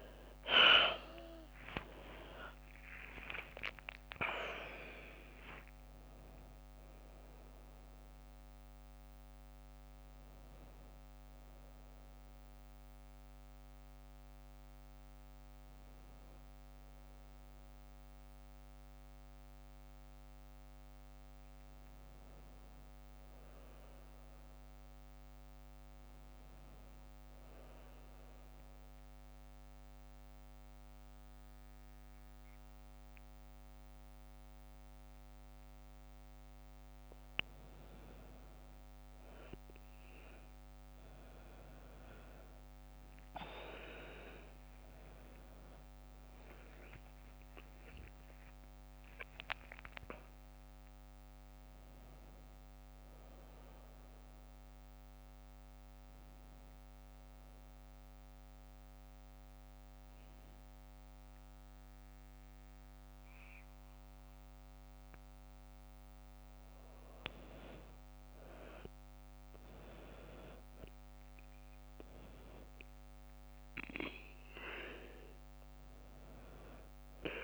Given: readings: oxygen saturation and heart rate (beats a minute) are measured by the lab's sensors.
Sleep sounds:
breathing in sleep by a microphone on the trachea; 2
0.00-22.00 s: oxygen desaturation (device-marked, oxygen 84% lowest, heart rate 58 extreme)
23.00-26.00 s: arousal
27.50-37.50 s: mixed apnea (oxygen 100% before, 92% lowest, heart rate 63 before, 55 extreme, up 5 after)
39.00-44.00 s: arousal
40.00-70.00 s: new sleep stage, N1 (lightest sleep)
43.00-63.00 s: oxygen desaturation (device-marked, oxygen 99% before, 92% lowest, heart rate 61 before, 55 extreme)
57.00-67.00 s: obstructive apnea (oxygen 100% before, 86% lowest, heart rate 63 before, 57 extreme, up 6 after)
68.50-72.00 s: arousal
70.00-77.44 s: new sleep stage, N2 (light sleep)
74.00-77.44 s: oxygen desaturation (device-marked, oxygen 98% before, 93% lowest, heart rate 59 before, 58 extreme)
From the record:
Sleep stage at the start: N2 (light sleep); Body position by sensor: on the back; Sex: female

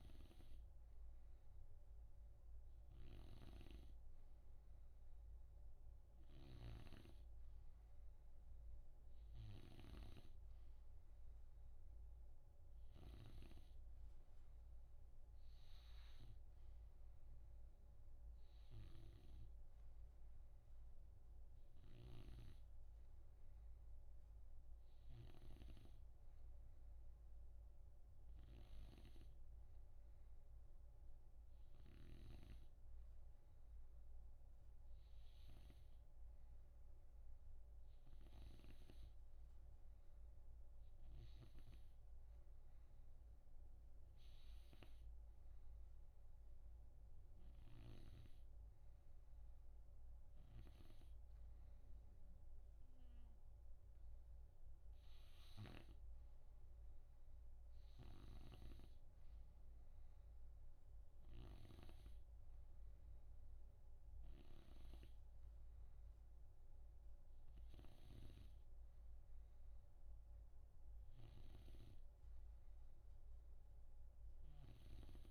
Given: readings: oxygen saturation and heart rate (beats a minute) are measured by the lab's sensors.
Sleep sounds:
breathing in sleep by a room microphone; none
0.00-25.50 s: snoring (device-marked)
58.00-75.31 s: snoring (device-marked)
From the record:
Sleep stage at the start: N2 (light sleep); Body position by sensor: on the right side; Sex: male

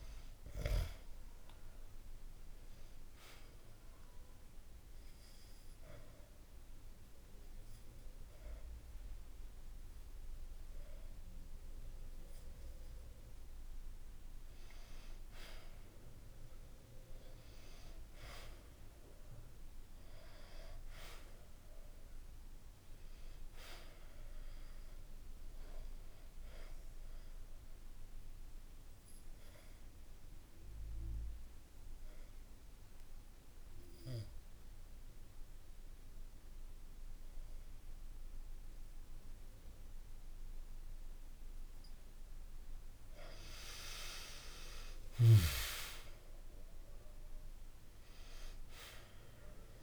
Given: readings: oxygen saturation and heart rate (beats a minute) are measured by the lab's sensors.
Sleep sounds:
breathing in sleep by a room microphone; 2
3.50-14.50 s: obstructive apnea (oxygen 97% before, 92% lowest, heart rate 65 before, 60 extreme, up 1 after)
6.50-19.50 s: oxygen desaturation (device-marked, oxygen 97% before, 94% lowest, heart rate 65 before, 60 extreme)
17.00-23.00 s: arousal
29.00-42.50 s: obstructive apnea (oxygen 97% before, 92% lowest, heart rate 62 before, 61 extreme, up 0 after)
44.00-49.00 s: arousal
From the record:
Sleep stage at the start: N2 (light sleep); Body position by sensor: on the back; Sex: male

